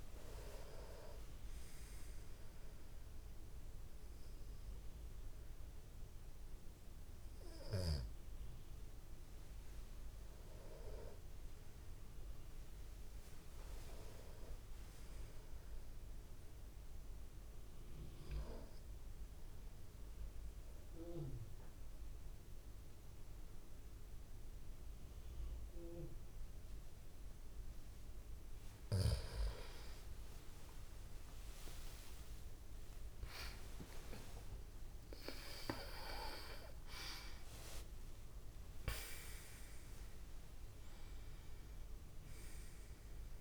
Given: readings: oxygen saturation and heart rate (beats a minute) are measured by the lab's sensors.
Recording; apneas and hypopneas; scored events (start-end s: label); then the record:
breathing in sleep by a room microphone; 1
0.00-14.50 s: oxygen desaturation (device-marked, oxygen 92% lowest)
7.50-10.50 s: tachycardia (device-marked, heart rate 40 before, 44 extreme)
19.50-29.50 s: obstructive apnea (oxygen 97% before, 94% lowest)
34.50-43.41 s: new sleep stage, awake
37.50-43.41 s: oxygen desaturation (device-marked, oxygen 97% before, 94% lowest)
From the record:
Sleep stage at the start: N2 (light sleep); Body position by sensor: on the back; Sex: male